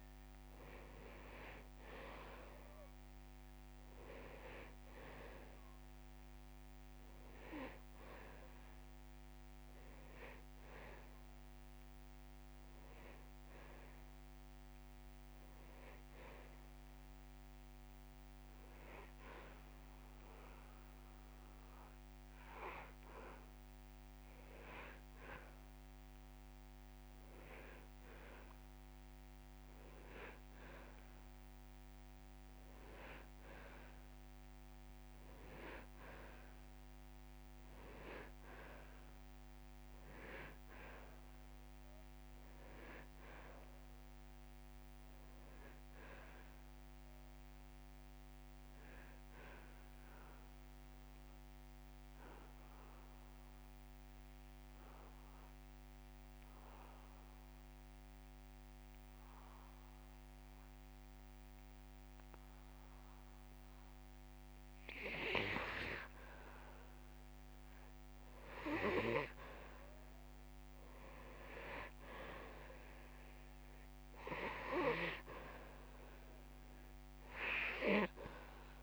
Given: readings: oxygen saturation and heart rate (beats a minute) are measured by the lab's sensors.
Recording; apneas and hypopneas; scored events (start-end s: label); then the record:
breathing in sleep by a microphone on the trachea; 1
0.00-1.00 s: arousal
8.50-29.50 s: oxygen desaturation (device-marked, oxygen 98% before, 88% lowest)
31.50-35.50 s: arousal
35.50-37.50 s: long interval between heartbeats (device-marked)
51.50-65.00 s: obstructive apnea (oxygen 98% before, 87% lowest)
68.00-72.50 s: arousal
75.50-78.83 s: oxygen desaturation (device-marked, oxygen 97% before, 87% lowest)
From the record:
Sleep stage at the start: N2 (light sleep); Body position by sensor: on the back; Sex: male